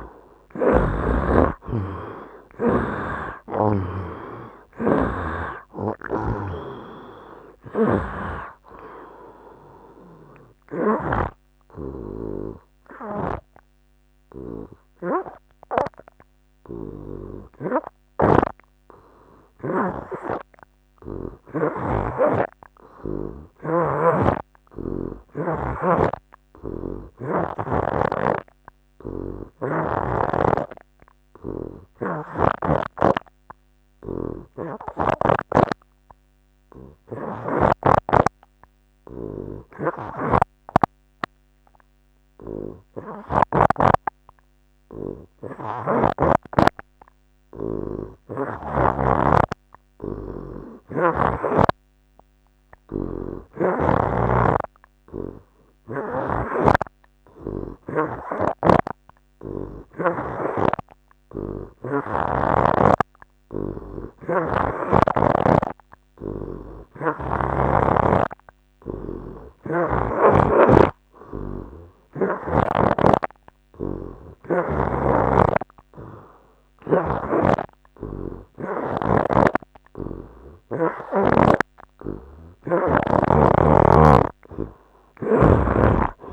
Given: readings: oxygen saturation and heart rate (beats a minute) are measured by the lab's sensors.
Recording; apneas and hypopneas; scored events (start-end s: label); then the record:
breathing in sleep by a microphone on the trachea; 1
0.00-2.50 s: oxygen desaturation (device-marked, oxygen 55% lowest, heart rate 80 extreme)
0.00-3.00 s: snoring (device-marked)
2.00-6.50 s: arousal
8.50-28.50 s: oxygen desaturation (device-marked, oxygen 61% before, 53% lowest, heart rate 89 before, 78 extreme)
13.50-82.00 s: hypopnea (oxygen 64% before, 52% lowest, heart rate 92 before, 78 extreme, up 18 after)
18.00-22.00 s: snoring (device-marked)
24.00-28.00 s: snoring (device-marked)
30.50-85.50 s: oxygen desaturation (device-marked, oxygen 89% before, 55% lowest, heart rate 84 before, 78 extreme)
40.00-44.00 s: snoring (device-marked)
53.50-60.50 s: snoring (device-marked)
77.50-81.50 s: snoring (device-marked)
83.50-86.33 s: snoring (device-marked)
From the record:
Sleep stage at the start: N2 (light sleep); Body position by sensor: on the right side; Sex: male